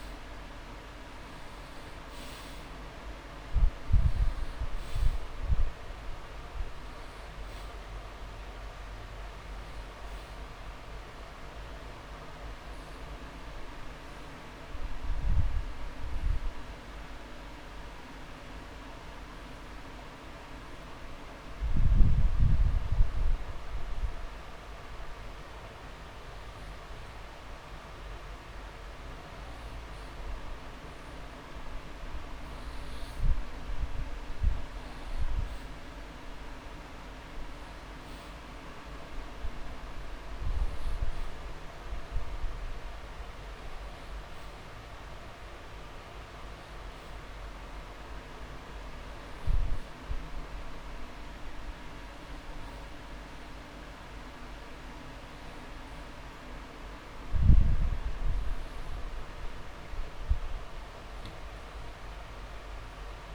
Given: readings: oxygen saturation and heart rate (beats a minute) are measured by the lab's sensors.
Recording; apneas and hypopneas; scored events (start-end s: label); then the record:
breathing in sleep, hard to hear, by a room microphone; 1
0.00-36.00 s: oxygen desaturation (device-marked, oxygen 98% before, 90% lowest)
10.50-22.50 s: obstructive apnea (oxygen 98% before, 90% lowest)
13.50-15.50 s: long interval between heartbeats (device-marked)
14.00-15.00 s: drop in pulse transit time (device-marked)
27.00-30.00 s: arousal
28.00-30.00 s: long interval between heartbeats (device-marked)
39.00-41.00 s: long interval between heartbeats (device-marked)
47.50-49.50 s: long interval between heartbeats (device-marked)
From the record:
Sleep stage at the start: N2 (light sleep); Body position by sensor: on the back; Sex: male